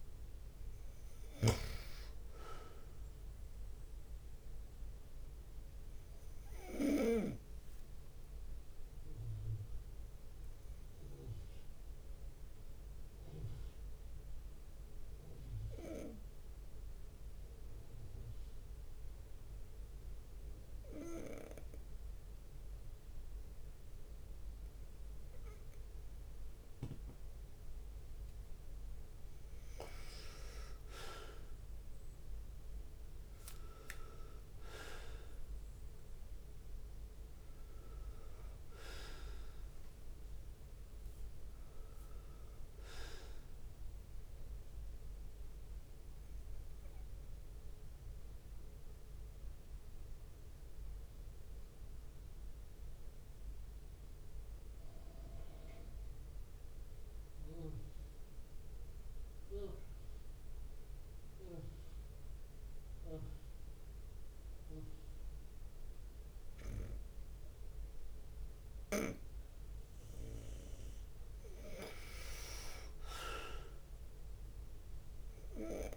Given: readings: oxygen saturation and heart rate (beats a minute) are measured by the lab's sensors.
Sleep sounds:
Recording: breathing in sleep by a room microphone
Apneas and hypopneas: 2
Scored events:
0.00-17.50 s: oxygen desaturation (device-marked, oxygen 90% lowest)
0.00-75.97 s: bradycardia (device-marked)
8.50-28.00 s: obstructive apnea (oxygen 98% before, 90% lowest)
16.50-18.50 s: long interval between heartbeats (device-marked)
26.00-28.00 s: long interval between heartbeats (device-marked)
30.50-34.50 s: arousal
36.50-38.50 s: long interval between heartbeats (device-marked)
41.00-42.50 s: leg movement (device-marked)
47.50-70.00 s: obstructive apnea (oxygen 99% before, 91% lowest)
48.00-50.00 s: long interval between heartbeats (device-marked)
68.50-70.50 s: long interval between heartbeats (device-marked)
71.50-75.50 s: arousal
From the record:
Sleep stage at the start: N2 (light sleep)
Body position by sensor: on the right side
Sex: male

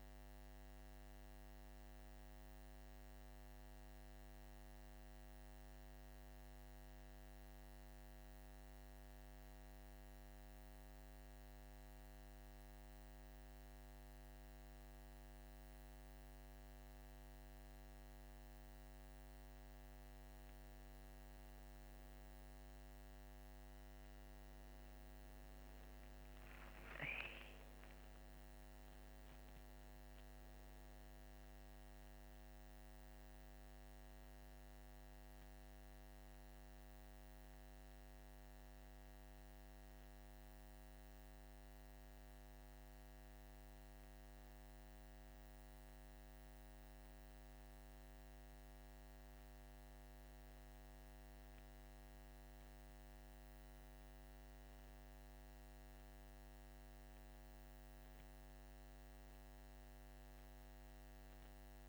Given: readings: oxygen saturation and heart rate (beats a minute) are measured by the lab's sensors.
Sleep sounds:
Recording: breathing in sleep, hard to hear, by a microphone on the trachea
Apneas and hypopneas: 1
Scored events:
0.50-17.00 s: hypopnea (oxygen 97% before, 95% lowest, heart rate 58 before, 48 extreme, up 6 after)
18.50-23.50 s: arousal
23.00-38.00 s: oxygen desaturation (device-marked, oxygen 98% before, 95% lowest, heart rate 49 before, 51 extreme)
From the record:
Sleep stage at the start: N1 (lightest sleep)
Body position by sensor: on the back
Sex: male

